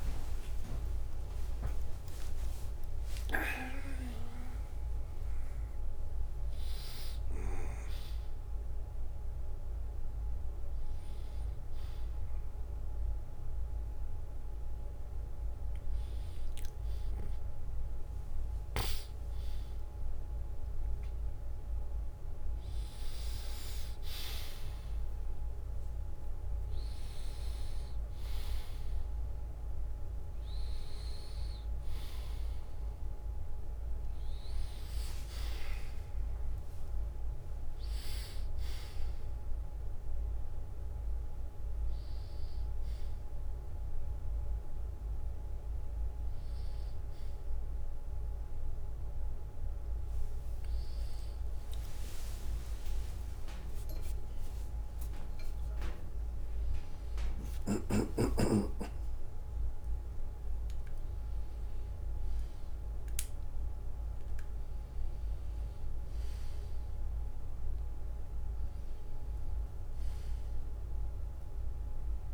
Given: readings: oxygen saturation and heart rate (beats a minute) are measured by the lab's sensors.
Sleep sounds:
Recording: a person awake in a sleep study, by a room microphone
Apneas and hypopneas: none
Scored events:
49.00-55.00 s: tachycardia (device-marked, heart rate 64 before, 119 extreme)
From the record:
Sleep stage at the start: awake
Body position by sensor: on the back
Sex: male

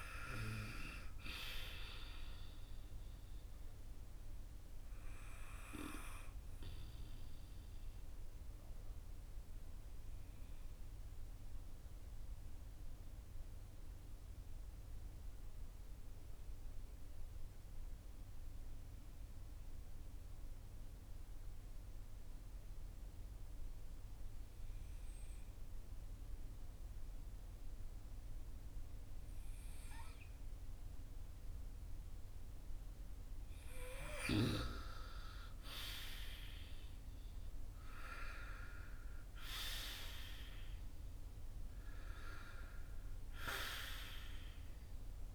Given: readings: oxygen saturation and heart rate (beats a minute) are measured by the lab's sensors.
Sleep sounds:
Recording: breathing in sleep by a room microphone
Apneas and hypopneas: 1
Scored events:
4.50-33.00 s: obstructive apnea (oxygen 97% before, 90% lowest, heart rate 55 before, 38 extreme, up 14 after)
9.00-25.00 s: oxygen desaturation (device-marked, oxygen 94% before, 90% lowest, heart rate 57 before, 38 extreme)
35.00-39.50 s: arousal
From the record:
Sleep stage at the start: N2 (light sleep)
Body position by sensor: on the right side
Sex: male

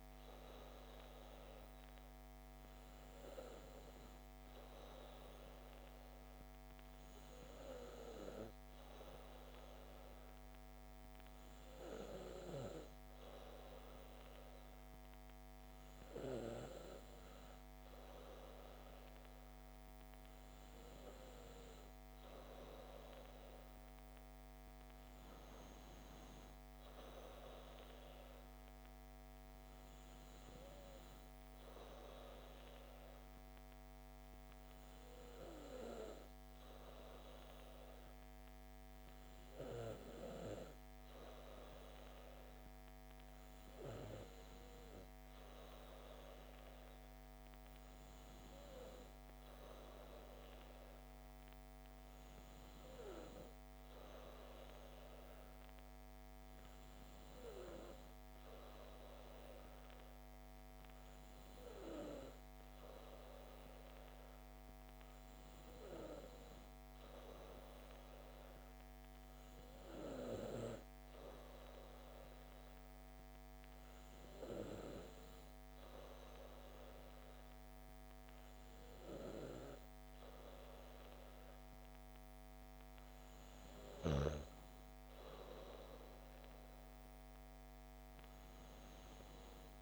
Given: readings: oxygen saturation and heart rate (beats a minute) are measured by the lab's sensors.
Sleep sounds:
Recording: breathing in sleep by a microphone on the trachea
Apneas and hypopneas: none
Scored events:
none scored
From the record:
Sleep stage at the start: N2 (light sleep)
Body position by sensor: on the back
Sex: female

